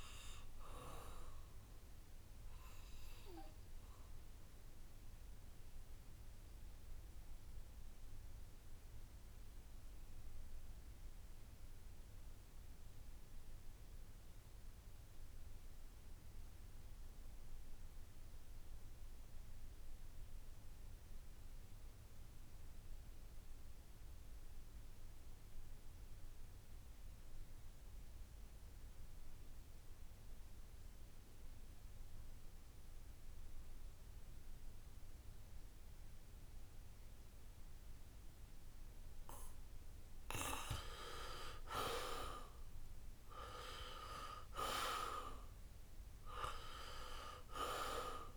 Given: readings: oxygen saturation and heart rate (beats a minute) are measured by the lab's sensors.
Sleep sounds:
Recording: breathing in sleep by a room microphone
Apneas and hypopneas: 1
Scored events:
0.00-20.00 s: oxygen desaturation (device-marked, oxygen 81% lowest, heart rate 67 extreme)
5.50-39.00 s: obstructive apnea (oxygen 95% before, 79% lowest, heart rate 72 before, 67 extreme, up 6 after)
34.00-48.36 s: oxygen desaturation (device-marked, oxygen 96% before, 79% lowest, heart rate 70 before, 67 extreme)
43.00-47.50 s: arousal
From the record:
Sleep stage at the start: N2 (light sleep)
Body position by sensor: on the back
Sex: male

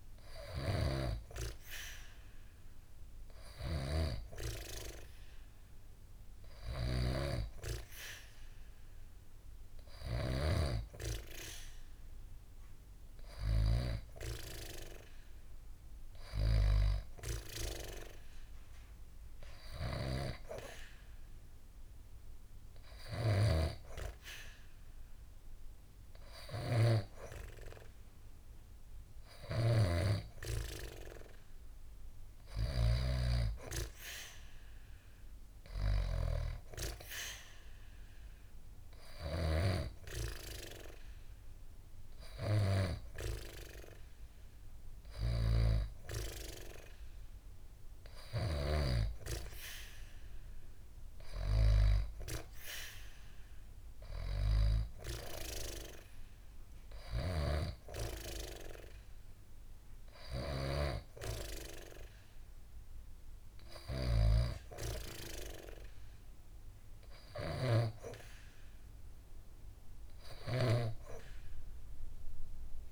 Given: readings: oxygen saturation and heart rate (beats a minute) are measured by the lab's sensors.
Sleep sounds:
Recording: breathing in sleep by a room microphone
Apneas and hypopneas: none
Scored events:
none scored
From the record:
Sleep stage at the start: N2 (light sleep)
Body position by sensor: on the back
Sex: female

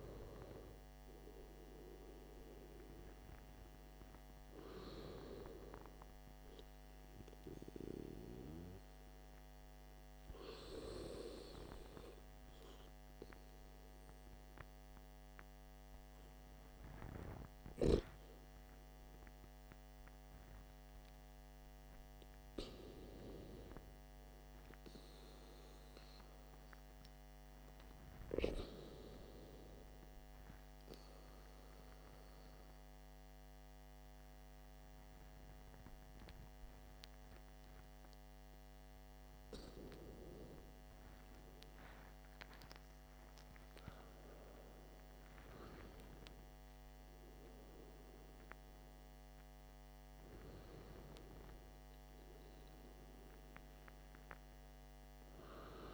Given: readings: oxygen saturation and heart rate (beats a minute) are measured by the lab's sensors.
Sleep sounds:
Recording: breathing in sleep by a microphone on the trachea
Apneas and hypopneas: 1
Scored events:
0.00-3.50 s: arousal
8.00-21.50 s: obstructive apnea (oxygen 96% before, 95% lowest, heart rate 63 before, 54 extreme, up 9 after)
23.00-26.50 s: arousal
From the record:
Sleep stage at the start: N2 (light sleep)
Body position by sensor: on the back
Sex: male

